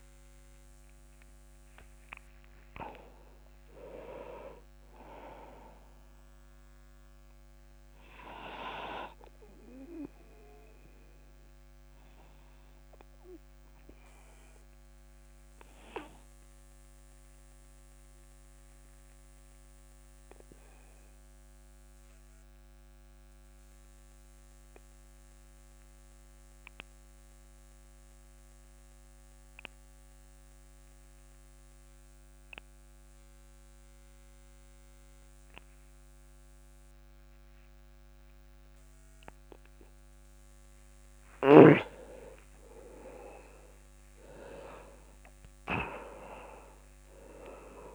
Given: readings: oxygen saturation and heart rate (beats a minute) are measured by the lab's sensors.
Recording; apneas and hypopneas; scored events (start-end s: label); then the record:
breathing in sleep by a microphone on the trachea; 1
0.00-24.00 s: oxygen desaturation (device-marked, oxygen 85% lowest)
10.50-40.00 s: obstructive apnea (oxygen 97% before, 85% lowest)
43.00-47.95 s: arousal
46.00-47.95 s: oxygen desaturation (device-marked, oxygen 99% before, 91% lowest)
From the record:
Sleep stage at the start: REM sleep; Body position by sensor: on the back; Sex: male